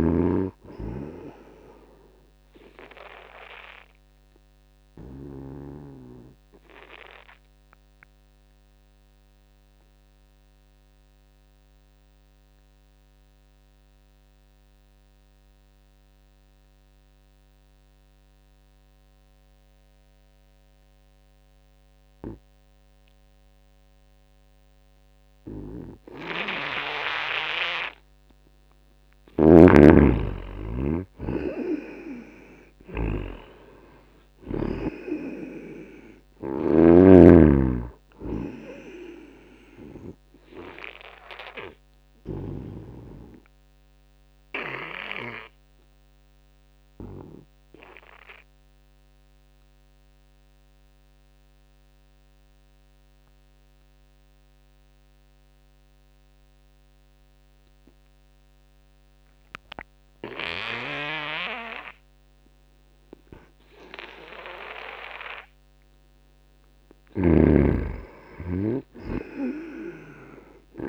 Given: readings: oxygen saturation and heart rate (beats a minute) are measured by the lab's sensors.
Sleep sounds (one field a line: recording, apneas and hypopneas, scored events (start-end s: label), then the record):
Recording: breathing in sleep by a microphone on the trachea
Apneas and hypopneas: 2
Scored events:
0.00-16.00 s: oxygen desaturation (device-marked, oxygen 84% lowest, heart rate 71 extreme)
2.50-28.50 s: obstructive apnea (oxygen 97% before, 84% lowest, heart rate 76 before, 71 extreme, up 8 after)
29.00-37.00 s: snoring (device-marked)
30.00-34.00 s: arousal
31.00-56.00 s: oxygen desaturation (device-marked, oxygen 96% before, 86% lowest, heart rate 77 before, 67 extreme)
43.50-65.50 s: obstructive apnea (oxygen 98% before, 85% lowest, heart rate 77 before, 67 extreme, up 5 after)
67.00-70.89 s: oxygen desaturation (device-marked, oxygen 98% before, 88% lowest, heart rate 75 before, 72 extreme)
67.00-70.89 s: snoring (device-marked)
68.00-70.89 s: arousal
From the record:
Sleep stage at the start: N2 (light sleep)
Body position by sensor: on the back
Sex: male